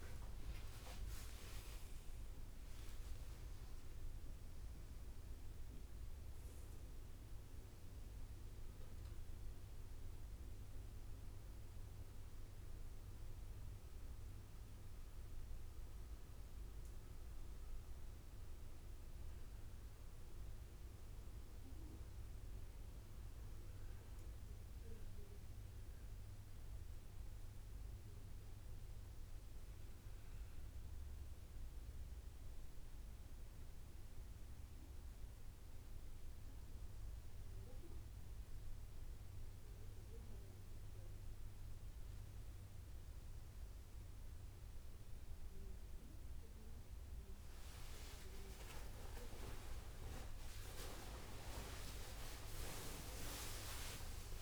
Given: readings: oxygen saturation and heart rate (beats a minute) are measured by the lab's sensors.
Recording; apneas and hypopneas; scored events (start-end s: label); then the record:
a person awake in a sleep study, by a room microphone; none
5.50-7.50 s: long interval between heartbeats (device-marked, heart rate 35 before, 76 extreme)
18.50-20.50 s: long interval between heartbeats (device-marked, heart rate 51 before, 58 extreme)
23.00-25.00 s: long interval between heartbeats (device-marked, heart rate 52 before, 58 extreme)
28.00-30.00 s: long interval between heartbeats (device-marked, heart rate 46 before, 48 extreme)
32.00-34.00 s: long interval between heartbeats (device-marked, heart rate 46 before, 67 extreme)
35.00-37.00 s: long interval between heartbeats (device-marked, heart rate 53 before, 53 extreme)
39.00-41.00 s: long interval between heartbeats (device-marked, heart rate 54 before, 43 extreme)
45.50-47.50 s: long interval between heartbeats (device-marked, heart rate 50 before, 58 extreme)
47.00-54.42 s: tachycardia (device-marked)
49.00-54.00 s: arousal
51.00-53.00 s: long interval between heartbeats (device-marked, heart rate 57 before, 114 extreme)
From the record:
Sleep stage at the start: awake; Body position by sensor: on the right side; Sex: male